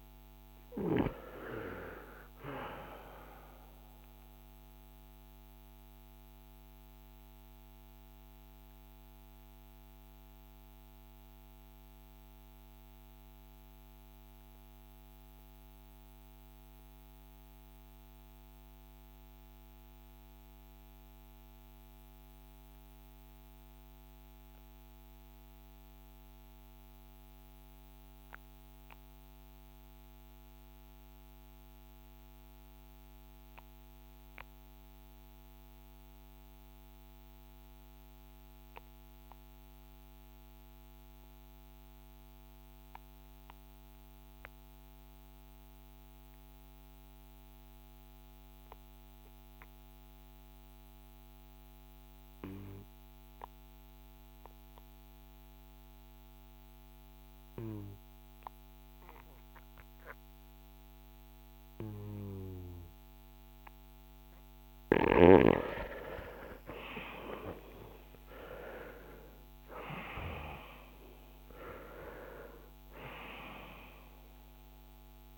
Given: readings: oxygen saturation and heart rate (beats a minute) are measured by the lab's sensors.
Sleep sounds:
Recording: breathing in sleep by a microphone on the trachea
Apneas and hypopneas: 1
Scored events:
0.00-30.00 s: oxygen desaturation (device-marked, oxygen 70% lowest, heart rate 46 extreme)
3.00-64.50 s: mixed apnea (oxygen 89% before, 68% lowest, heart rate 63 before, 46 extreme, up 23 after)
32.00-75.38 s: oxygen desaturation (device-marked, oxygen 98% before, 68% lowest, heart rate 51 before, 43 extreme)
65.50-71.00 s: arousal
From the record:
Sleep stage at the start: REM sleep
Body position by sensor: on the front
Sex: male

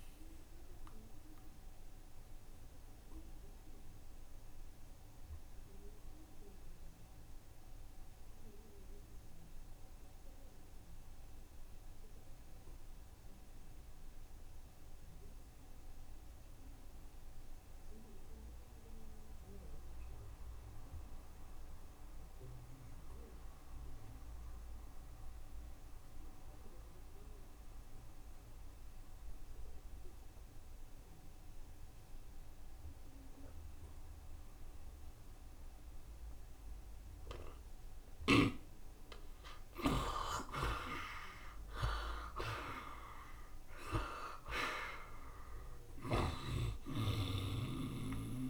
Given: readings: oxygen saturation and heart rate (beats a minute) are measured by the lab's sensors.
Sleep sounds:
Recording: breathing in sleep by a room microphone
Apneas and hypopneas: 1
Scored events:
0.00-18.00 s: oxygen desaturation (device-marked, oxygen 59% lowest, heart rate 66 extreme)
1.50-38.00 s: obstructive apnea (oxygen 86% before, 59% lowest, heart rate 74 before, 66 extreme, up 3 after)
20.00-48.50 s: oxygen desaturation (device-marked, oxygen 91% before, 61% lowest, heart rate 68 before, 66 extreme)
40.00-44.00 s: arousal
From the record:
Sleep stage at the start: N2 (light sleep)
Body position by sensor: on the right side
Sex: male

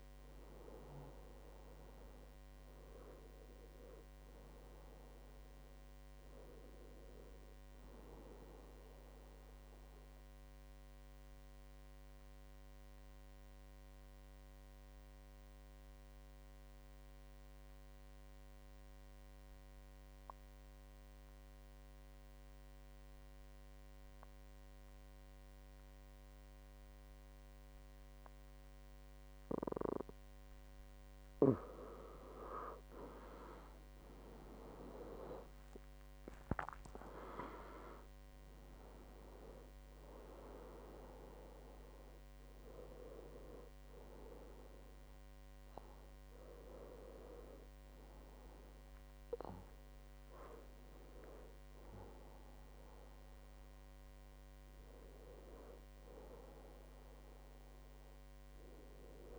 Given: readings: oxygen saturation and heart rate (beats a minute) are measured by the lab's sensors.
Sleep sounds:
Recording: breathing in sleep by a microphone on the trachea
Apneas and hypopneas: 1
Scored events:
0.00-15.50 s: oxygen desaturation (device-marked, oxygen 93% lowest, heart rate 65 extreme)
9.50-30.50 s: mixed apnea (oxygen 97% before, 91% lowest, heart rate 74 before, 65 extreme, up 16 after)
33.00-36.50 s: arousal
33.50-55.50 s: oxygen desaturation (device-marked, oxygen 98% before, 91% lowest, heart rate 66 before, 68 extreme)
56.00-59.39 s: arousal
From the record:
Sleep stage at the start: N2 (light sleep)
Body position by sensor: on the back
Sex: male

